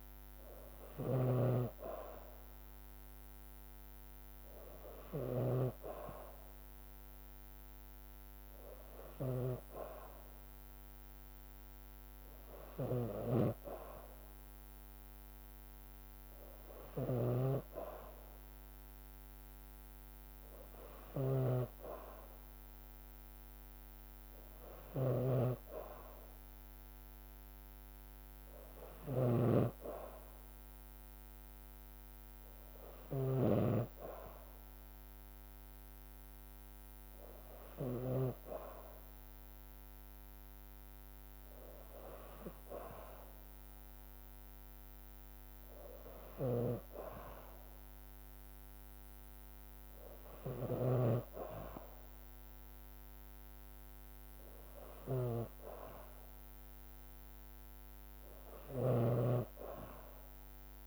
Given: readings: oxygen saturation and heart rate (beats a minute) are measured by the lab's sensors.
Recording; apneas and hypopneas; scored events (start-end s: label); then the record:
breathing in sleep by a microphone on the trachea; none
0.00-33.50 s: snoring (device-marked)
50.50-60.87 s: snoring (device-marked)
From the record:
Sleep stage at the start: N2 (light sleep); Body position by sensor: on the back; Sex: female